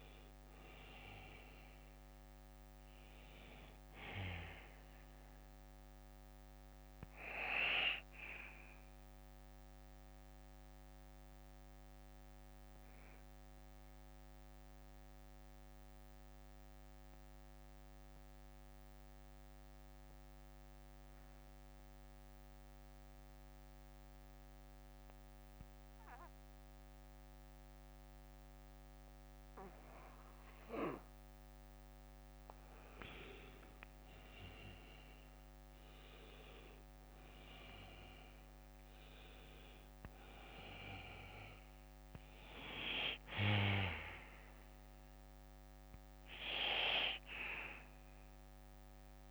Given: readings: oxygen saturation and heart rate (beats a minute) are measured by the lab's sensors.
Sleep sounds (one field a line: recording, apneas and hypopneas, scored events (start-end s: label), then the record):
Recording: breathing in sleep by a microphone on the trachea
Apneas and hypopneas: 1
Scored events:
0.00-8.00 s: oxygen desaturation (device-marked, oxygen 93% lowest, heart rate 48 extreme)
3.00-32.00 s: bradycardia (device-marked, heart rate 59 before, 48 extreme)
14.50-32.50 s: central apnea (oxygen 98% before, 89% lowest, heart rate 59 before, 55 extreme, up 14 after)
17.00-25.00 s: oxygen desaturation (device-marked, oxygen 94% before, 89% lowest, heart rate 58 before, 57 extreme)
34.50-38.00 s: arousal
44.00-46.00 s: bradycardia (device-marked, heart rate 59 before, 67 extreme)
44.00-48.00 s: oxygen desaturation (device-marked, oxygen 97% before, 93% lowest, heart rate 63 before, 48 extreme)
From the record:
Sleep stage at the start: N2 (light sleep)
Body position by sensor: on the back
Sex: male